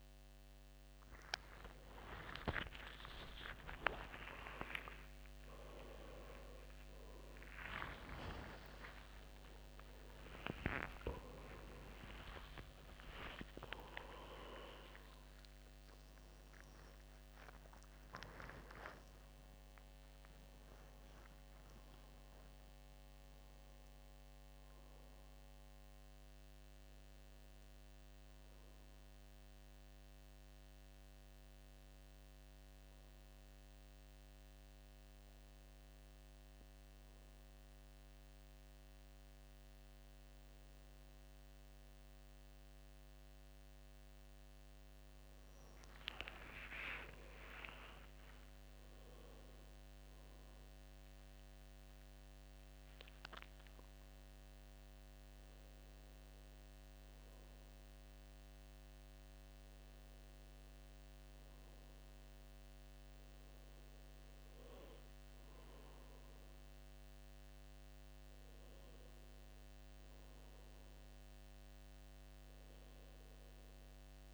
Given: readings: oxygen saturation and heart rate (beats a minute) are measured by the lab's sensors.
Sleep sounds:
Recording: a person partly awake in a sleep study, by a microphone on the trachea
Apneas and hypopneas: none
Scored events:
26.00-56.00 s: new sleep stage, N1 (lightest sleep)
46.50-50.50 s: arousal
50.00-67.00 s: oxygen desaturation (device-marked, oxygen 98% before, 95% lowest, heart rate 74 before, 76 extreme)
56.00-74.34 s: new sleep stage, N2 (light sleep)
From the record:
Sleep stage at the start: awake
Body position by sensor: on the back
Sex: male

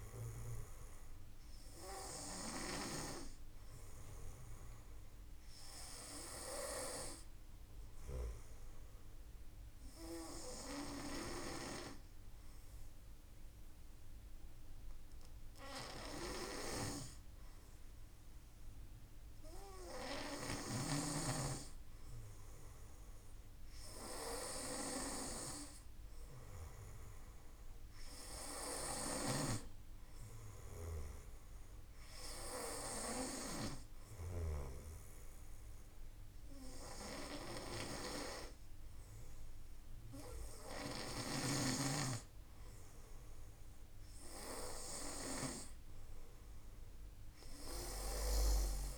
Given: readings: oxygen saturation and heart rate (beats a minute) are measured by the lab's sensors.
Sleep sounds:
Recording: breathing in sleep by a room microphone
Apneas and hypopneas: 1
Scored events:
0.00-17.00 s: oxygen desaturation (device-marked, oxygen 93% lowest, heart rate 50 extreme)
22.00-25.50 s: arousal
28.50-34.00 s: snoring (device-marked)
30.00-42.00 s: hypopnea (oxygen 96% before, 94% lowest, heart rate 52 before, 52 extreme, up 2 after)
44.50-48.98 s: arousal
From the record:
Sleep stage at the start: N2 (light sleep)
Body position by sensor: on the back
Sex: male

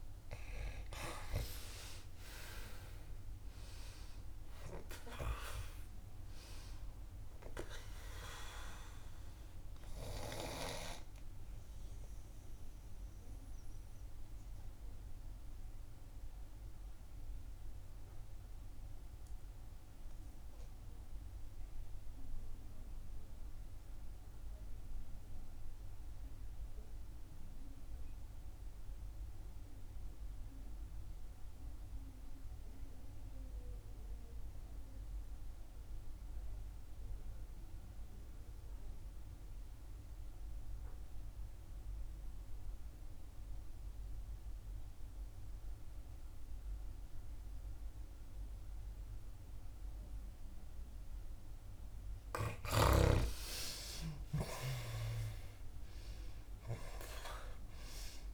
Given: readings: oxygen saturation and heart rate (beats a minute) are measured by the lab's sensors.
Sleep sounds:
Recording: breathing in sleep by a room microphone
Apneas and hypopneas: 1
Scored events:
0.00-2.50 s: arousal
0.00-21.50 s: oxygen desaturation (device-marked, oxygen 88% lowest, heart rate 63 extreme)
11.00-52.00 s: obstructive apnea (oxygen 96% before, 84% lowest, heart rate 68 before, 61 extreme, up 6 after)
11.50-58.34 s: new sleep stage, REM sleep
36.50-58.34 s: oxygen desaturation (device-marked, oxygen 97% before, 84% lowest, heart rate 64 before, 61 extreme)
53.50-58.00 s: arousal
From the record:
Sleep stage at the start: N2 (light sleep)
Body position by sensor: on the back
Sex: female

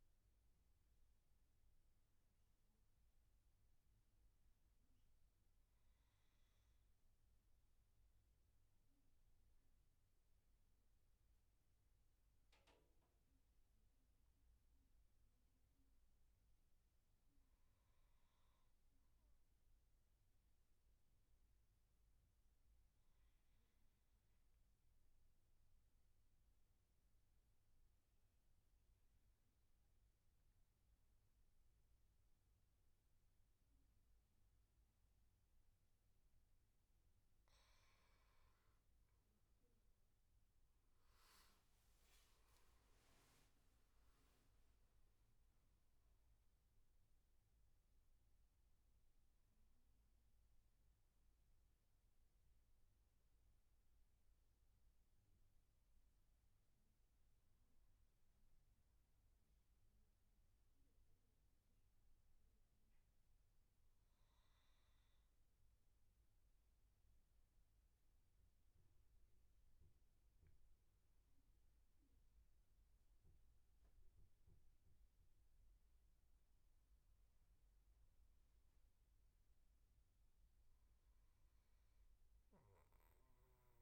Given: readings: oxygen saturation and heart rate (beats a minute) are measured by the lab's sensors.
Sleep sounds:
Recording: breathing in sleep, hard to hear, by a room microphone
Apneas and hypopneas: 1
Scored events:
0.00-12.50 s: oxygen desaturation (device-marked, oxygen 89% lowest, heart rate 66 extreme)
3.00-37.50 s: mixed apnea (oxygen 98% before, 89% lowest, heart rate 83 before, 66 extreme, up 17 after)
37.50-61.50 s: oxygen desaturation (device-marked, oxygen 97% before, 91% lowest, heart rate 71 before, 66 extreme)
39.00-43.50 s: arousal
From the record:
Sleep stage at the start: N2 (light sleep)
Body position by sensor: on the back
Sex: male

